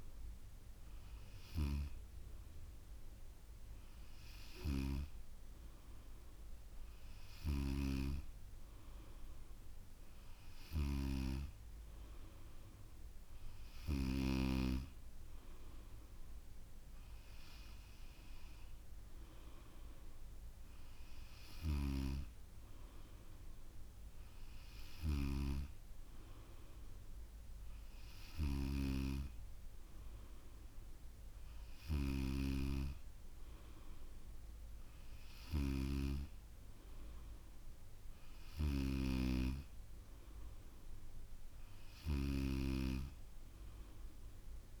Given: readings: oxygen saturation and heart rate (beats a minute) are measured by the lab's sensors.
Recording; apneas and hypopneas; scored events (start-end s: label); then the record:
breathing in sleep by a room microphone; none
none scored
From the record:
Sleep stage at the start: N3 (deep sleep); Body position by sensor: on the back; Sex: female